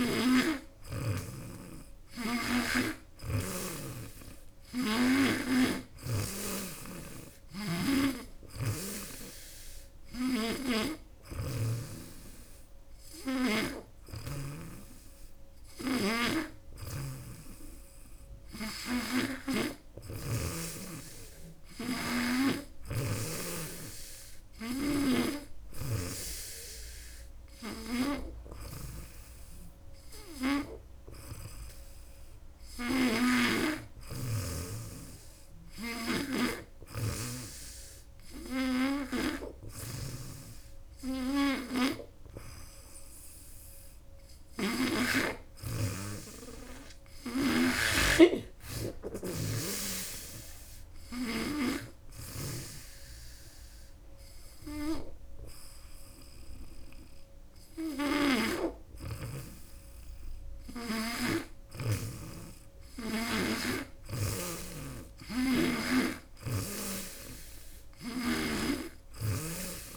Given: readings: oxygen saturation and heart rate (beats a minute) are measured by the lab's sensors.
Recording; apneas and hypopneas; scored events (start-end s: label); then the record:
breathing in sleep by a room microphone; none
7.00-13.50 s: snoring (device-marked)
15.50-19.50 s: snoring (device-marked)
21.50-51.50 s: snoring (device-marked)
63.00-66.50 s: snoring (device-marked)
68.50-69.97 s: snoring (device-marked)
From the record:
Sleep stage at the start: N2 (light sleep); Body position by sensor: on the back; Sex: female